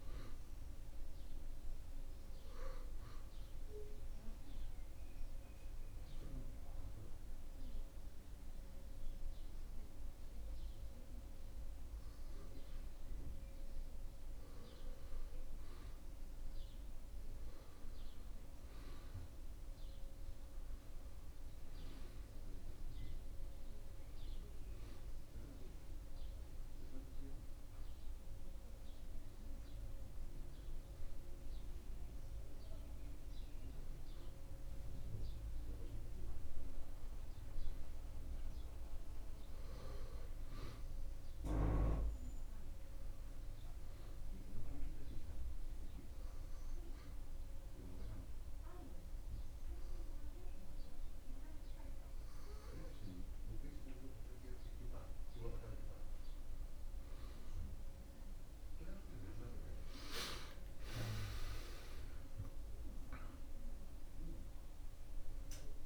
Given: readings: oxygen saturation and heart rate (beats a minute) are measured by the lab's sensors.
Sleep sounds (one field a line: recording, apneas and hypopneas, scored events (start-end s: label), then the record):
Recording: breathing in sleep by a room microphone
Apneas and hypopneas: 3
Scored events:
2.50-12.50 s: obstructive apnea (oxygen 97% before, 92% lowest)
15.00-20.00 s: arousal
25.00-35.00 s: hypopnea (oxygen 97% before, 92% lowest)
33.50-47.50 s: oxygen desaturation (device-marked, oxygen 96% before, 92% lowest)
36.00-40.50 s: arousal
45.00-55.50 s: obstructive apnea (oxygen 96% before, 94% lowest)
58.50-62.50 s: arousal
From the record:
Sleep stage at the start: N2 (light sleep)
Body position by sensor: on the back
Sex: male